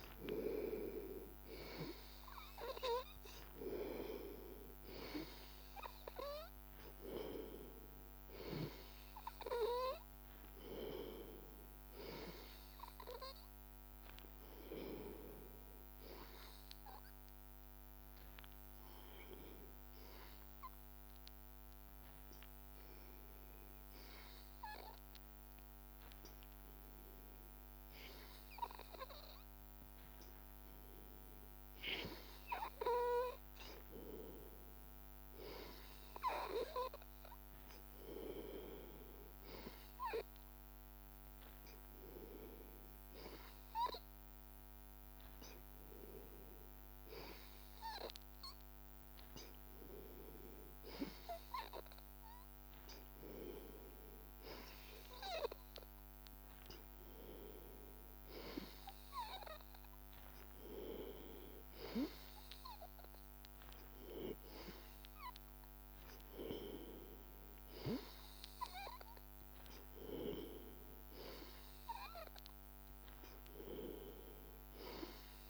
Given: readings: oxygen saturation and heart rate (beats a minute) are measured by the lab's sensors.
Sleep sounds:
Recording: breathing in sleep by a microphone on the trachea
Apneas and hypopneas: none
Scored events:
0.00-1.00 s: arousal
0.00-25.50 s: oxygen desaturation (device-marked, oxygen 92% lowest, heart rate 75 extreme)
30.00-33.50 s: arousal
73.00-75.50 s: arousal
From the record:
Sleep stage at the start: N2 (light sleep)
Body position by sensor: on the back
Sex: male

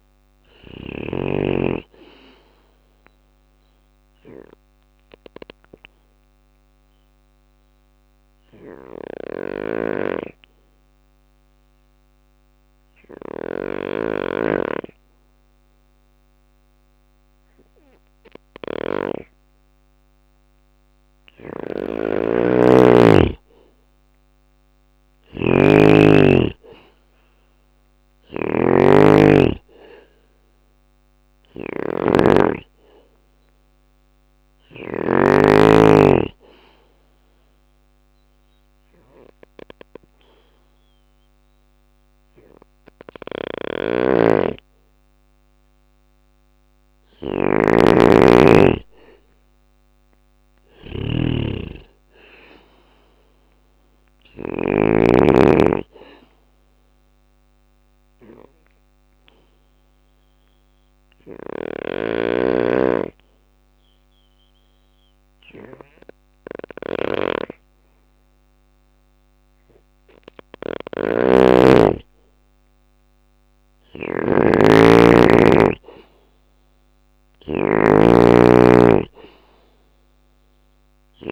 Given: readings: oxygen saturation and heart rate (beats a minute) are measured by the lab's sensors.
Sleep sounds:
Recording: breathing in sleep by a microphone on the trachea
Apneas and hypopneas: 3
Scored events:
0.00-15.00 s: oxygen desaturation (device-marked, oxygen 93% lowest, heart rate 59 extreme)
1.00-5.00 s: bradycardia (device-marked, heart rate 61 before, 59 extreme)
2.00-19.00 s: obstructive apnea (oxygen 99% before, 92% lowest, heart rate 61 before, 58 extreme, up 2 after)
8.00-12.50 s: snoring (device-marked)
12.00-15.00 s: bradycardia (device-marked, heart rate 61 before, 60 extreme)
20.50-34.00 s: snoring (device-marked)
22.50-26.00 s: arousal
26.00-44.00 s: oxygen desaturation (device-marked, oxygen 98% before, 92% lowest, heart rate 60 before, 58 extreme)
35.00-41.00 s: bradycardia (device-marked, heart rate 61 before, 58 extreme)
35.00-45.50 s: obstructive apnea (oxygen 98% before, 92% lowest, heart rate 61 before, 58 extreme, up 7 after)
42.50-53.50 s: snoring (device-marked)
48.00-51.50 s: arousal
56.50-69.00 s: obstructive apnea (oxygen 96% before, 92% lowest, heart rate 61 before, 59 extreme, up 2 after)
60.00-81.32 s: snoring (device-marked)
64.00-67.00 s: bradycardia (device-marked, heart rate 61 before, 60 extreme)
71.50-74.50 s: arousal
77.00-81.32 s: drop in pulse transit time (device-marked, heart rate 61 before, 62 extreme)
78.00-81.32 s: oxygen desaturation (device-marked, oxygen 97% before, 92% lowest, heart rate 61 before, 60 extreme)
From the record:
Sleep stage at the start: N2 (light sleep)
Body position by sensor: on the back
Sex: male

